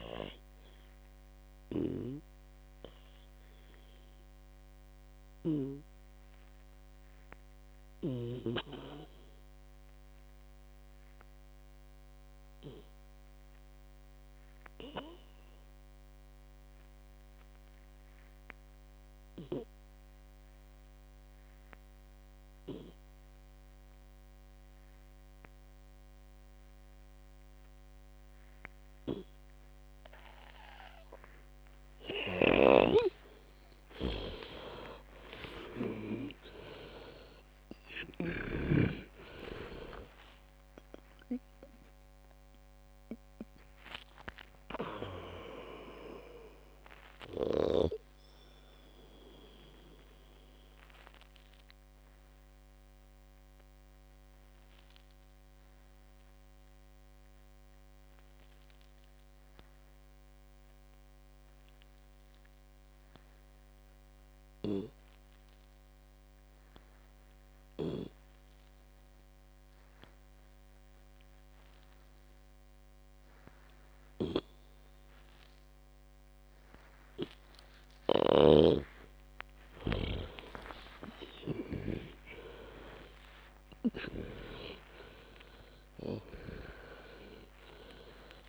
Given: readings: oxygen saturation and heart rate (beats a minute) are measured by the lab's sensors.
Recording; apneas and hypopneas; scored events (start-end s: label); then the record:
breathing in sleep by a microphone on the trachea; 2
0.00-13.00 s: oxygen desaturation (device-marked, oxygen 92% lowest, heart rate 53 extreme)
1.00-33.00 s: obstructive apnea (oxygen 99% before, 89% lowest, heart rate 77 before, 53 extreme)
2.50-6.50 s: snoring (device-marked)
26.00-64.00 s: oxygen desaturation (device-marked, oxygen 98% before, 89% lowest, heart rate 55 before, 55 extreme)
33.00-39.50 s: snoring (device-marked)
34.00-40.00 s: arousal
51.50-76.00 s: obstructive apnea (oxygen 97% before, 89% lowest, heart rate 99 before, 55 extreme)
78.00-88.49 s: oxygen desaturation (device-marked, oxygen 99% before, 90% lowest, heart rate 58 before, 61 extreme)
79.00-82.50 s: snoring (device-marked)
79.50-85.00 s: arousal
From the record:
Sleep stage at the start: N2 (light sleep); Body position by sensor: on the back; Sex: female